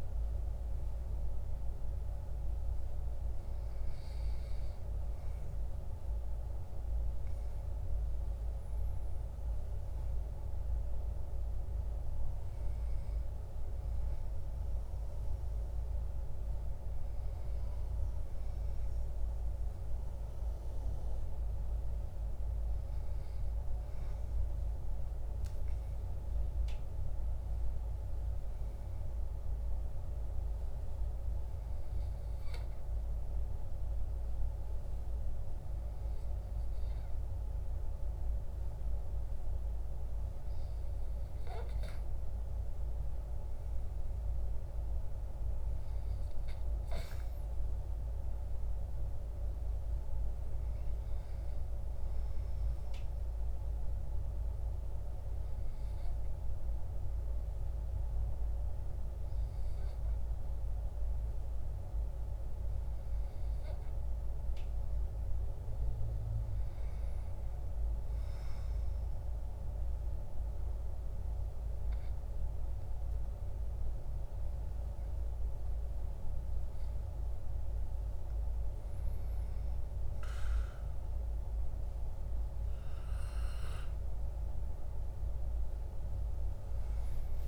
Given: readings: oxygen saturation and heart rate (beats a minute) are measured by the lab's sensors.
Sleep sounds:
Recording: breathing in sleep, hard to hear, by a room microphone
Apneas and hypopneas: 2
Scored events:
28.00-39.50 s: hypopnea (oxygen 98% before, 95% lowest, heart rate 63 before, 59 extreme, up 8 after)
42.00-45.00 s: arousal
68.00-78.00 s: obstructive apnea (oxygen 97% before, 95% lowest, heart rate 64 before, 54 extreme, up 5 after)
84.00-87.48 s: arousal
From the record:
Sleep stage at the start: N2 (light sleep)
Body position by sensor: on the back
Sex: male

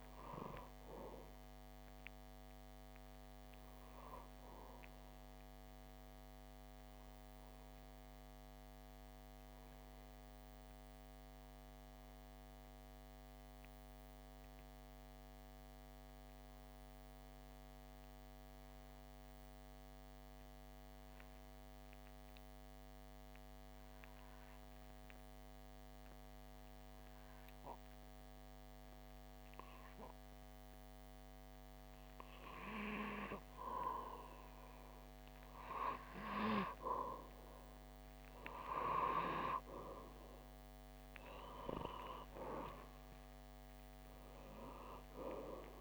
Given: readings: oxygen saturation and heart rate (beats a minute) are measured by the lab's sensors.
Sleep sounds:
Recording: breathing in sleep by a microphone on the trachea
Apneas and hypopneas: 1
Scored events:
4.00-30.00 s: obstructive apnea (oxygen 96% before, 90% lowest)
29.00-45.81 s: oxygen desaturation (device-marked, oxygen 97% before, 90% lowest)
From the record:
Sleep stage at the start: N2 (light sleep)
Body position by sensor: on the back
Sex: male

